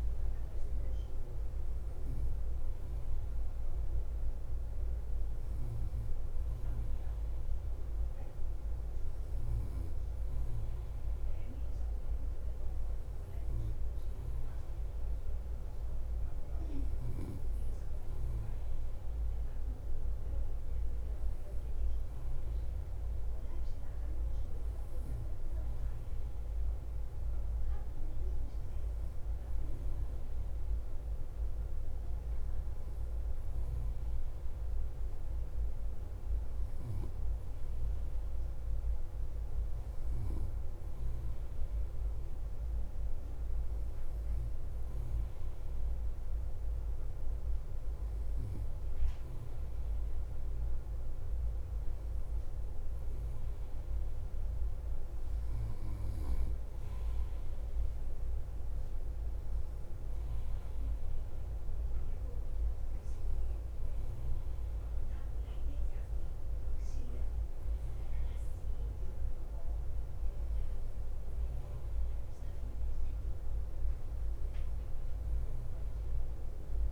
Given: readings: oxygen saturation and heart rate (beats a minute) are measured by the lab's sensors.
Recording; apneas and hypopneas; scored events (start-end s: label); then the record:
breathing in sleep, hard to hear, by a room microphone; none
0.00-57.50 s: bradycardia (device-marked, heart rate 45 extreme)
59.50-73.50 s: bradycardia (device-marked, heart rate 53 before, 45 extreme)
61.00-63.00 s: long interval between heartbeats (device-marked, heart rate 53 before, 60 extreme)
From the record:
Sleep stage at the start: N3 (deep sleep); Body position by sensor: on the right side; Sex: male